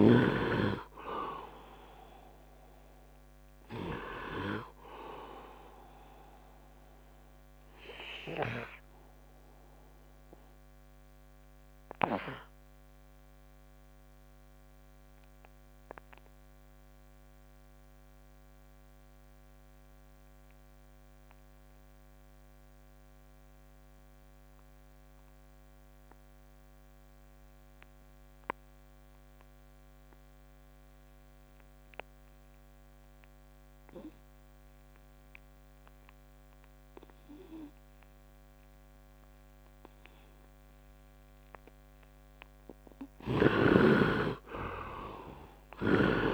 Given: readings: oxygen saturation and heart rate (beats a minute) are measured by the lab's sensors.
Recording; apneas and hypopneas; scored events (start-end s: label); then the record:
breathing in sleep by a microphone on the trachea; 1
0.00-21.00 s: oxygen desaturation (device-marked, oxygen 66% lowest, heart rate 71 extreme)
5.50-41.00 s: obstructive apnea (oxygen 98% before, 66% lowest, heart rate 81 before, 70 extreme, up 8 after)
32.00-46.33 s: oxygen desaturation (device-marked, oxygen 100% before, 67% lowest, heart rate 73 before, 70 extreme)
43.00-46.33 s: arousal
From the record:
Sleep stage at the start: N2 (light sleep); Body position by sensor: on the right side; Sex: male